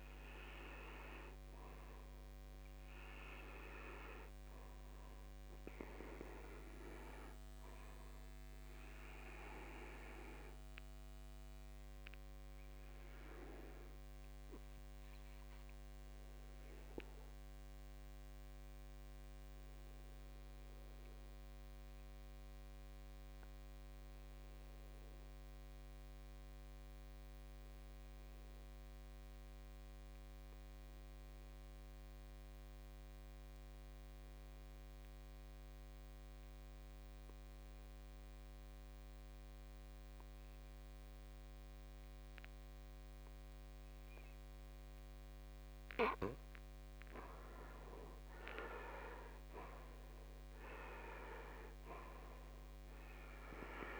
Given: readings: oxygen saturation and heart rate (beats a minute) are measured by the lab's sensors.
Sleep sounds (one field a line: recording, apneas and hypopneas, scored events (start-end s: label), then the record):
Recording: breathing in sleep by a microphone on the trachea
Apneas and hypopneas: 1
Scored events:
2.00-25.00 s: oxygen desaturation (device-marked, oxygen 100% before, 85% lowest, heart rate 59 before, 53 extreme)
11.00-47.50 s: obstructive apnea (oxygen 100% before, 74% lowest, heart rate 64 before, 53 extreme, up 9 after)
40.00-54.00 s: oxygen desaturation (device-marked, oxygen 98% before, 74% lowest, heart rate 57 before, 53 extreme)
50.00-53.50 s: arousal
From the record:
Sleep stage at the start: N2 (light sleep)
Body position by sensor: on the back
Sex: male